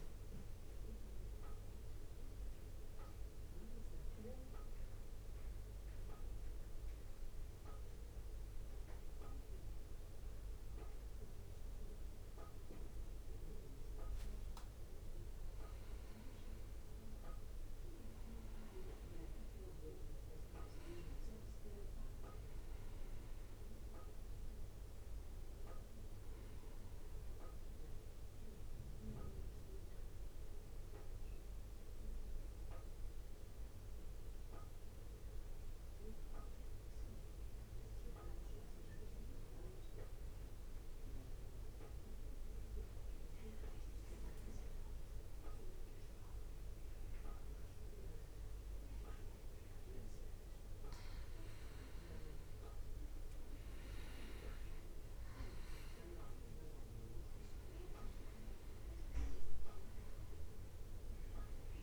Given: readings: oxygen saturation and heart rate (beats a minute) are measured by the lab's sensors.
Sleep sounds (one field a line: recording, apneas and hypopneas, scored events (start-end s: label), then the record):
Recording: breathing in sleep, hard to hear, by a room microphone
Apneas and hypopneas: 2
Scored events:
0.00-1.00 s: drop in pulse transit time (device-marked, heart rate 59 extreme)
0.00-12.00 s: oxygen desaturation (device-marked, oxygen 91% lowest, heart rate 53 extreme)
0.50-15.50 s: mixed apnea (oxygen 97% before, 91% lowest, heart rate 62 before, 53 extreme, up 5 after)
17.00-21.00 s: arousal
17.00-28.00 s: drop in pulse transit time (device-marked, heart rate 60 before, 53 extreme)
29.00-50.50 s: obstructive apnea (oxygen 97% before, 91% lowest, heart rate 60 before, 55 extreme, up 2 after)
52.50-56.00 s: arousal
53.00-61.82 s: drop in pulse transit time (device-marked, heart rate 59 before, 55 extreme)
55.00-61.82 s: oxygen desaturation (device-marked, oxygen 96% before, 91% lowest, heart rate 60 before, 55 extreme)
From the record:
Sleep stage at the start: N2 (light sleep)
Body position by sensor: on the back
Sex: male